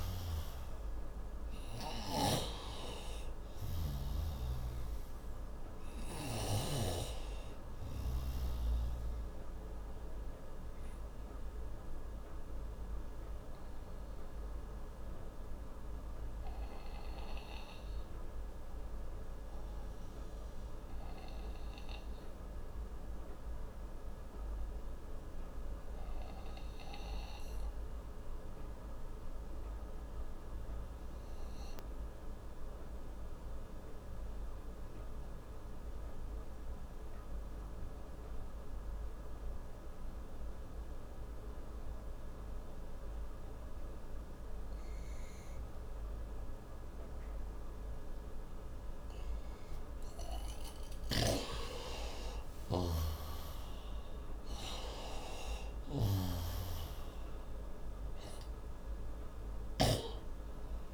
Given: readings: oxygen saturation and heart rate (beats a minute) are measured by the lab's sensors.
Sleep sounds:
breathing in sleep by a room microphone; 1
0.00-7.00 s: snoring (device-marked)
0.00-28.00 s: oxygen desaturation (device-marked, oxygen 90% lowest)
9.00-49.50 s: obstructive apnea (oxygen 97% before, 88% lowest)
52.00-55.50 s: arousal
From the record:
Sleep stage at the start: N2 (light sleep); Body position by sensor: on the right side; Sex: male

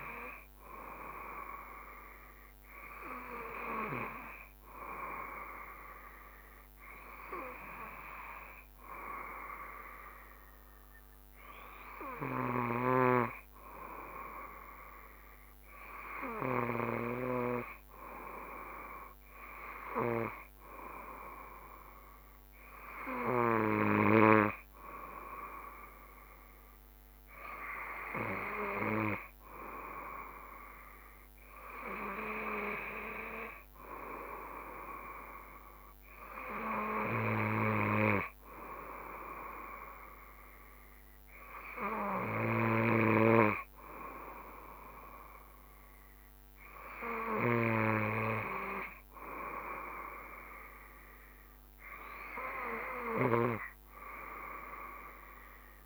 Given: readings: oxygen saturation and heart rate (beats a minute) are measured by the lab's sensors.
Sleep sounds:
breathing in sleep by a microphone on the trachea; none
none scored
From the record:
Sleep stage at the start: N2 (light sleep); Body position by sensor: on the back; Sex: male

